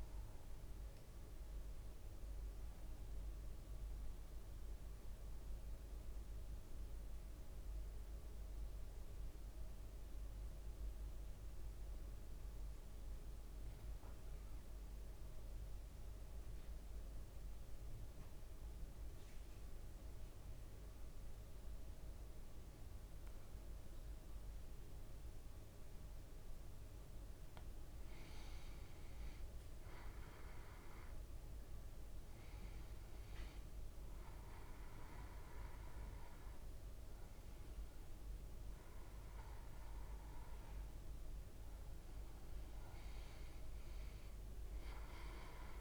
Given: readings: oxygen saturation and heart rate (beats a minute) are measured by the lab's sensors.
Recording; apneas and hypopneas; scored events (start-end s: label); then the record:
breathing in sleep, hard to hear, by a room microphone; 1
0.00-8.50 s: oxygen desaturation (device-marked, oxygen 93% lowest, heart rate 54 extreme)
6.50-26.50 s: central apnea (oxygen 99% before, 94% lowest, heart rate 57 before, 54 extreme, up 5 after)
27.00-31.50 s: arousal
29.50-45.81 s: oxygen desaturation (device-marked, oxygen 99% before, 94% lowest, heart rate 55 before, 54 extreme)
From the record:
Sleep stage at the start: REM sleep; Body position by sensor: on the back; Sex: male